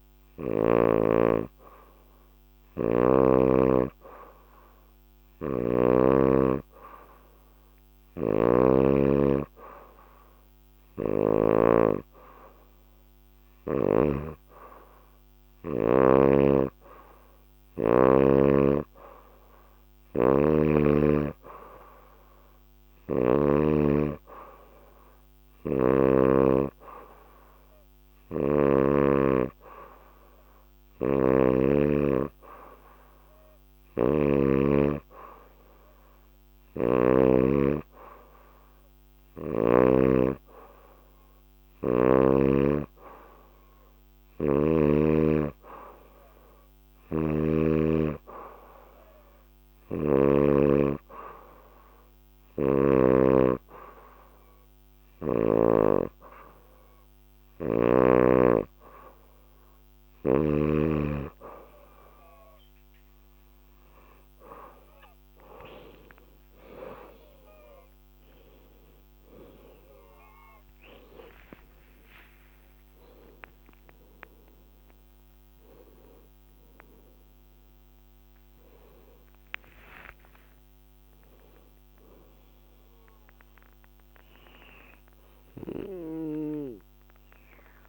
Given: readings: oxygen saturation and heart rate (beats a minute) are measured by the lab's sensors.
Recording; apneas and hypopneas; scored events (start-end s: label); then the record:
breathing in sleep by a microphone on the trachea; none
10.50-14.00 s: snoring (device-marked)
16.00-20.50 s: snoring (device-marked)
25.00-28.50 s: snoring (device-marked)
30.50-37.00 s: snoring (device-marked)
46.50-50.00 s: snoring (device-marked)
52.00-55.50 s: snoring (device-marked)
70.00-85.00 s: oxygen desaturation (device-marked, oxygen 93% before, 89% lowest, heart rate 77 before, 70 extreme)
71.00-76.00 s: arousal
From the record:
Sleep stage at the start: N2 (light sleep); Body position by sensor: on the back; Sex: female